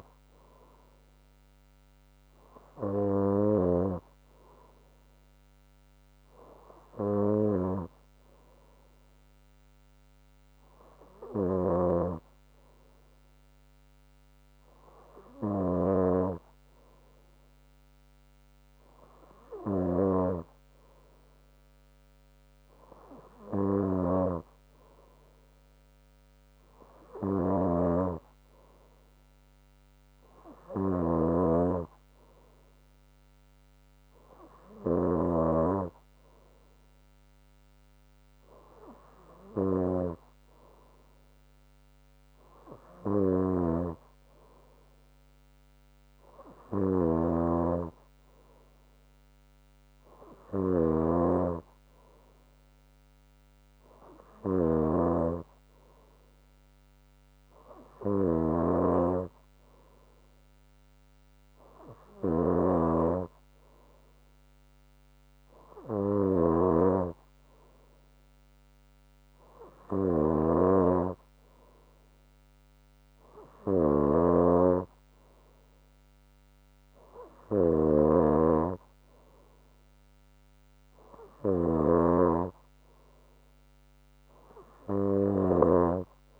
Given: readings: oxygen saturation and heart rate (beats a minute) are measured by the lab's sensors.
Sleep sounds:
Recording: breathing in sleep by a microphone on the trachea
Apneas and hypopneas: none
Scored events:
27.50-86.40 s: new sleep stage, N3 (deep sleep)
31.00-35.50 s: snoring (device-marked)
43.50-86.40 s: snoring (device-marked)
From the record:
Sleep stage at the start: N2 (light sleep)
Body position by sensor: on the front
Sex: female

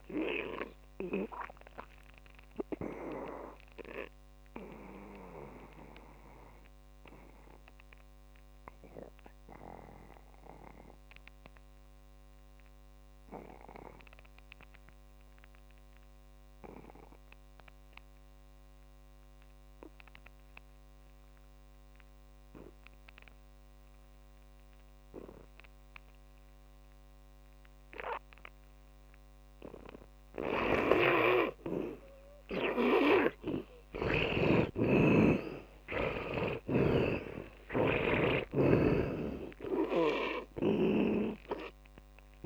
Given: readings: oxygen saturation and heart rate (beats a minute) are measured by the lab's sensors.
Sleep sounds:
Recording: breathing in sleep by a microphone on the trachea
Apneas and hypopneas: 1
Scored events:
0.00-19.50 s: oxygen desaturation (device-marked, oxygen 80% lowest, heart rate 57 extreme)
3.50-32.00 s: mixed apnea (oxygen 100% before, 80% lowest, heart rate 68 before, 57 extreme, up 10 after)
31.00-35.00 s: snoring (device-marked)
31.50-42.46 s: oxygen desaturation (device-marked, oxygen 100% before, 81% lowest, heart rate 68 before, 53 extreme)
34.00-38.00 s: arousal
37.00-41.50 s: snoring (device-marked)
From the record:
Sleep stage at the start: N2 (light sleep)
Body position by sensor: on the back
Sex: male

